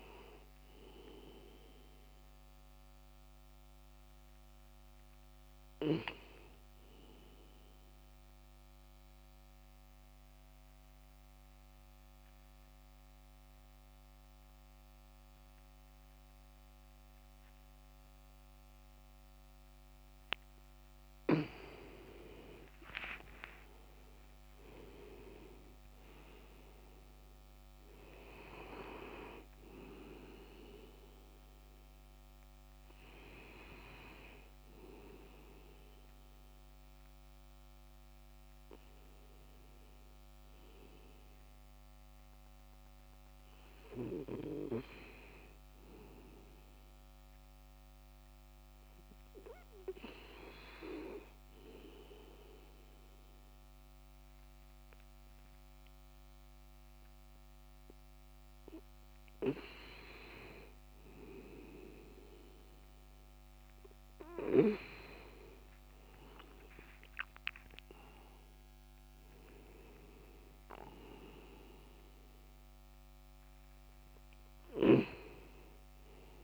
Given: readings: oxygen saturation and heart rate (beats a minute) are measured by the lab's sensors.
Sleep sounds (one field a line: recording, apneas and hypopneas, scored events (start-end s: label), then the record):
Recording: breathing in sleep by a microphone on the trachea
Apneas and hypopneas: 2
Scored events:
9.00-21.00 s: obstructive apnea (oxygen 99% before, 92% lowest, heart rate 73 before, 64 extreme, up 39 after)
21.50-44.50 s: oxygen desaturation (device-marked, oxygen 97% before, 92% lowest, heart rate 68 before, 64 extreme)
22.00-26.50 s: arousal
47.00-59.50 s: obstructive apnea (oxygen 99% before, 92% lowest, heart rate 72 before, 68 extreme, up 8 after)
62.00-66.50 s: arousal
65.50-76.44 s: oxygen desaturation (device-marked, oxygen 98% before, 94% lowest, heart rate 70 before, 64 extreme)
From the record:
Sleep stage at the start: N2 (light sleep)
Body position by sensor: on the back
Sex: male